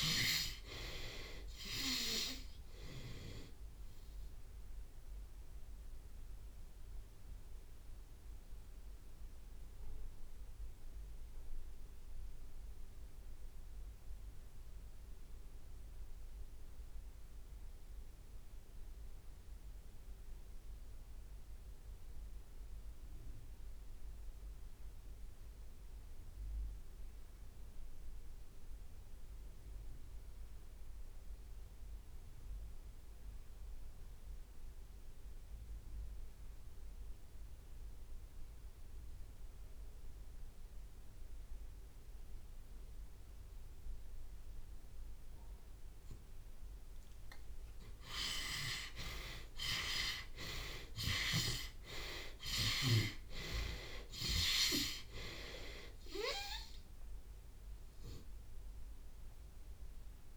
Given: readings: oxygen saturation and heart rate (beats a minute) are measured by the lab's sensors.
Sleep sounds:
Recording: breathing in sleep by a room microphone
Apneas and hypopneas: 1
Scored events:
0.00-8.50 s: drop in pulse transit time (device-marked)
0.00-35.50 s: oxygen desaturation (device-marked, oxygen 67% lowest)
0.50-2.50 s: long interval between heartbeats (device-marked)
3.50-5.50 s: long interval between heartbeats (device-marked, heart rate 31 before, 66 extreme)
6.50-8.50 s: long interval between heartbeats (device-marked, heart rate 39 before, 45 extreme)
8.00-46.00 s: obstructive apnea (oxygen 93% before, 67% lowest)
27.00-29.00 s: long interval between heartbeats (device-marked)
28.50-32.50 s: drop in pulse transit time (device-marked)
36.50-38.50 s: long interval between heartbeats (device-marked)
47.00-49.00 s: long interval between heartbeats (device-marked)
47.00-51.50 s: arousal
49.50-60.37 s: drop in pulse transit time (device-marked)
50.50-60.37 s: oxygen desaturation (device-marked, oxygen 94% before, 72% lowest)
51.00-53.00 s: long interval between heartbeats (device-marked)
51.50-55.50 s: tachycardia (device-marked)
53.50-60.37 s: new sleep stage, N2 (light sleep)
From the record:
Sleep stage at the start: REM sleep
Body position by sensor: on the left side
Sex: male

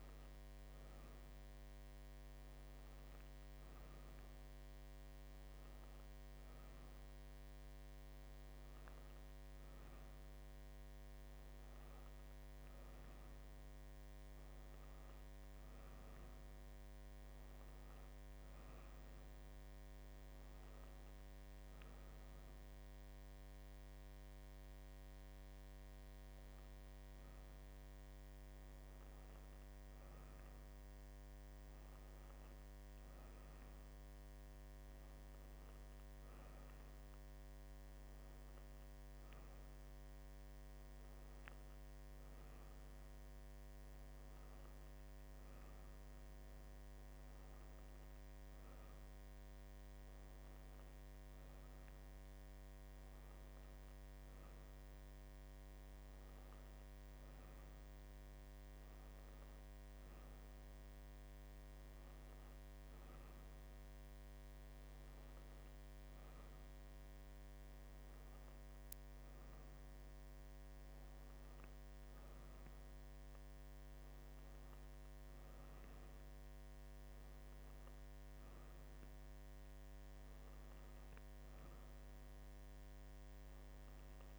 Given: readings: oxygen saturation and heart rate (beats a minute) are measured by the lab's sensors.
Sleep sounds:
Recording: breathing in sleep, hard to hear, by a microphone on the trachea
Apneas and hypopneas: none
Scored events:
9.50-39.50 s: new sleep stage, N2 (light sleep)
39.50-84.39 s: new sleep stage, N1 (lightest sleep)
From the record:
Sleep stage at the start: N1 (lightest sleep)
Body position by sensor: on the right side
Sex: female

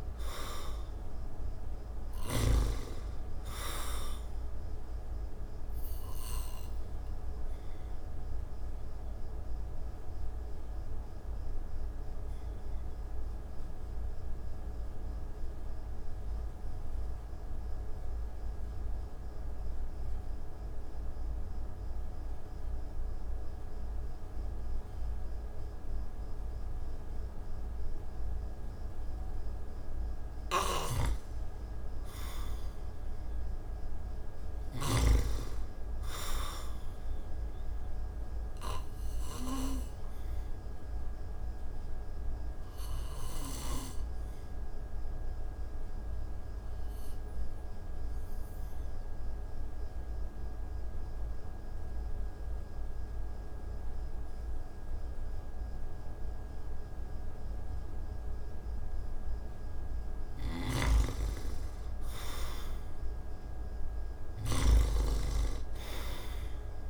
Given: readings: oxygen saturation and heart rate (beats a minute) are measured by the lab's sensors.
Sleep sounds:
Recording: breathing in sleep by a room microphone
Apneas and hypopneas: 2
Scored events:
0.00-1.50 s: arousal
0.00-2.00 s: snoring (device-marked)
1.00-25.00 s: oxygen desaturation (device-marked, oxygen 98% before, 86% lowest)
6.00-28.00 s: obstructive apnea (oxygen 98% before, 86% lowest)
29.50-33.00 s: arousal
30.00-34.50 s: snoring (device-marked)
39.00-58.00 s: oxygen desaturation (device-marked, oxygen 97% before, 88% lowest)
40.00-57.50 s: obstructive apnea (oxygen 97% before, 86% lowest)
59.50-63.00 s: arousal
60.00-66.90 s: snoring (device-marked)
From the record:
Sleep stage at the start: N2 (light sleep)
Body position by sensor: on the back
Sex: male

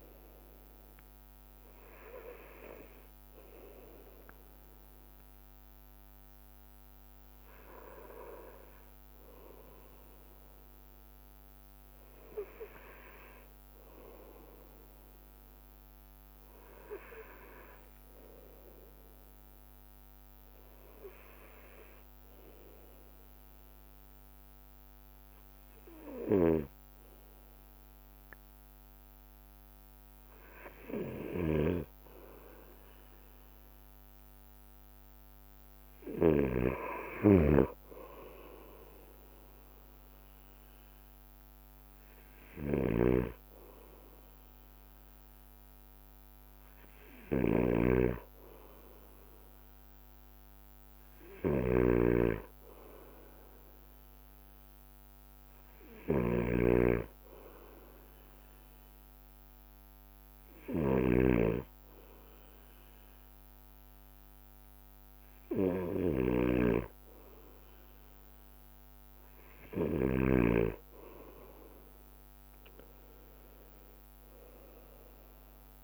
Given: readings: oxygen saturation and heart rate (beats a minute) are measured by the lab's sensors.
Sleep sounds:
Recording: breathing in sleep by a microphone on the trachea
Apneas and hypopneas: 1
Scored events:
0.00-72.00 s: bradycardia (device-marked, heart rate 55 extreme)
14.00-18.00 s: arousal
20.00-30.50 s: hypopnea (oxygen 93% before, 92% lowest, heart rate 57 before, 55 extreme, up 0 after)
31.50-37.00 s: snoring (device-marked)
33.00-36.50 s: arousal
40.00-51.00 s: drop in pulse transit time (device-marked, heart rate 57 before, 56 extreme)
43.00-70.50 s: snoring (device-marked)
74.00-75.84 s: bradycardia (device-marked, heart rate 57 before, 55 extreme)
74.50-75.84 s: arousal
From the record:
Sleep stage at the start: N2 (light sleep)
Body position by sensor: on the right side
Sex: male

